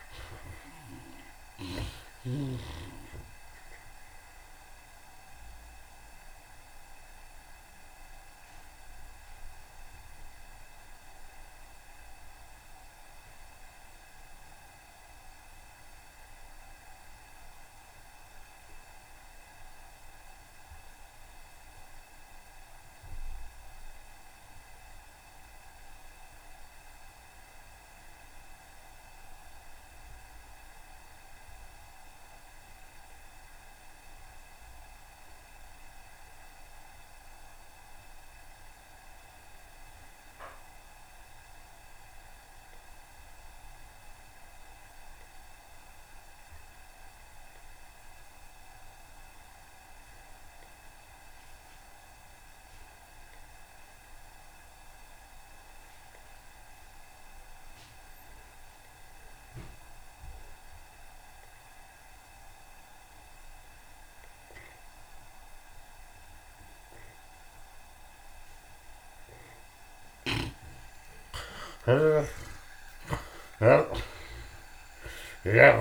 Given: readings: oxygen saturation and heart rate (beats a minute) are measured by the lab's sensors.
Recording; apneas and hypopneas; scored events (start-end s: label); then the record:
breathing in sleep by a room microphone; 1
0.00-2.00 s: long interval between heartbeats (device-marked, heart rate 83 before, 100 extreme)
0.00-2.50 s: snoring (device-marked)
0.00-18.50 s: oxygen desaturation (device-marked, oxygen 59% lowest, heart rate 58 extreme)
2.00-4.00 s: long interval between heartbeats (device-marked, heart rate 85 before, 74 extreme)
5.00-7.00 s: long interval between heartbeats (device-marked, heart rate 84 before, 65 extreme)
5.00-69.50 s: mixed apnea (oxygen 63% before, 56% lowest, heart rate 84 before, 60 extreme, up 48 after)
9.50-11.50 s: long interval between heartbeats (device-marked, heart rate 81 before, 60 extreme)
20.50-22.50 s: long interval between heartbeats (device-marked, heart rate 69 before, 64 extreme)
20.50-75.81 s: oxygen desaturation (device-marked, oxygen 90% before, 56% lowest, heart rate 69 before, 65 extreme)
67.50-75.50 s: tachycardia (device-marked, heart rate 80 before, 127 extreme)
70.00-72.00 s: long interval between heartbeats (device-marked, heart rate 79 before, 86 extreme)
70.00-73.50 s: snoring (device-marked)
71.00-74.50 s: arousal
73.00-75.00 s: long interval between heartbeats (device-marked, heart rate 82 before, 117 extreme)
From the record:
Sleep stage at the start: N2 (light sleep); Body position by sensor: on the right side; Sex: male